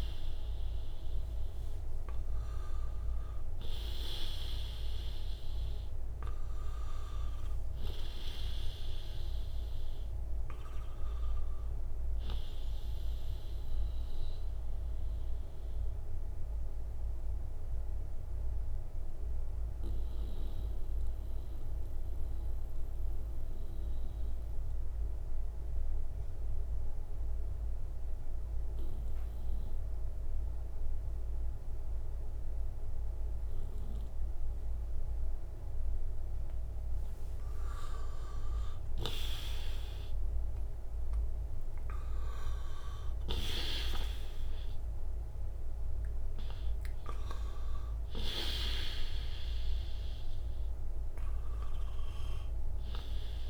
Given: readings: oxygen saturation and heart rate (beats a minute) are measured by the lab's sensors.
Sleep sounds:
breathing in sleep by a room microphone; 1
0.00-5.00 s: arousal
14.00-38.00 s: mixed apnea (oxygen 96% before, 89% lowest, heart rate 72 before, 60 extreme, up 13 after)
40.00-44.50 s: arousal
43.00-48.50 s: snoring (device-marked)
43.00-53.50 s: oxygen desaturation (device-marked, oxygen 97% before, 89% lowest, heart rate 67 before, 59 extreme)
From the record:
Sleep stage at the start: N2 (light sleep); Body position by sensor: on the right side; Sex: male

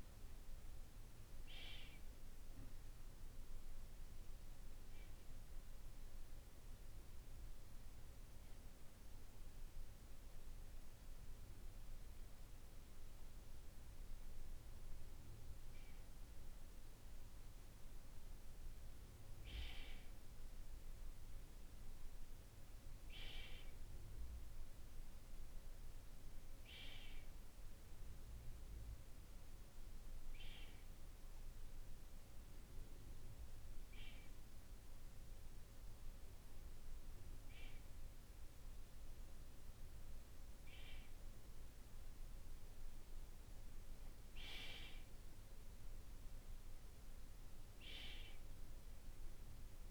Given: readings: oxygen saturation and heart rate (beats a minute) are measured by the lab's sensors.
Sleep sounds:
breathing in sleep by a room microphone; 1
5.00-17.50 s: hypopnea (oxygen 94% before, 93% lowest, heart rate 50 before, 49 extreme, up 1 after)
19.00-21.50 s: arousal
From the record:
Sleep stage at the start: N2 (light sleep); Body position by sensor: on the back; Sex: male

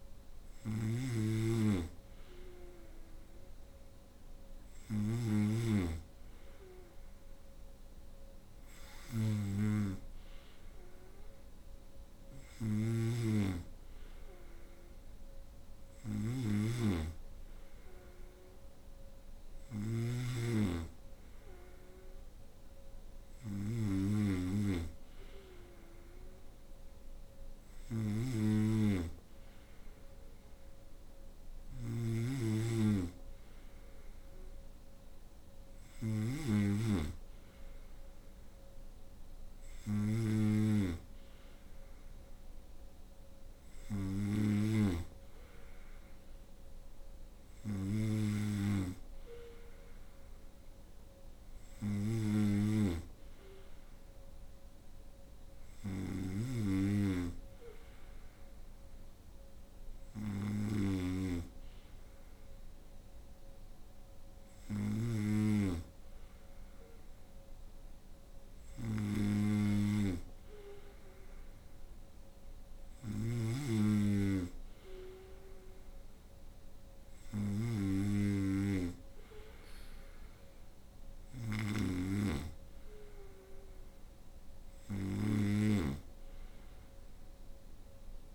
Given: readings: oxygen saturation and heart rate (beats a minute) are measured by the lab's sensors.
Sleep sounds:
breathing in sleep by a room microphone; none
0.00-88.35 s: snoring (device-marked)
From the record:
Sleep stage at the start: N2 (light sleep); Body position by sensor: on the right side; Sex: female

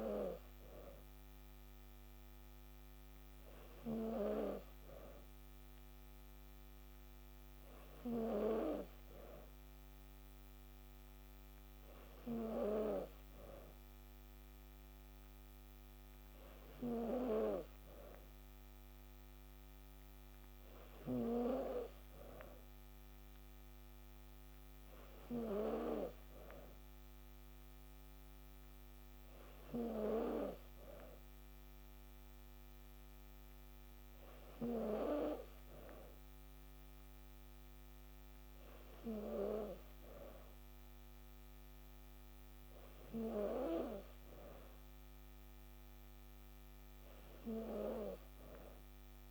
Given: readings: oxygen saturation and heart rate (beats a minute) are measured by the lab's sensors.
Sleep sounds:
breathing in sleep by a microphone on the trachea; none
none scored
From the record:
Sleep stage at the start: N3 (deep sleep); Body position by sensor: on the back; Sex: female

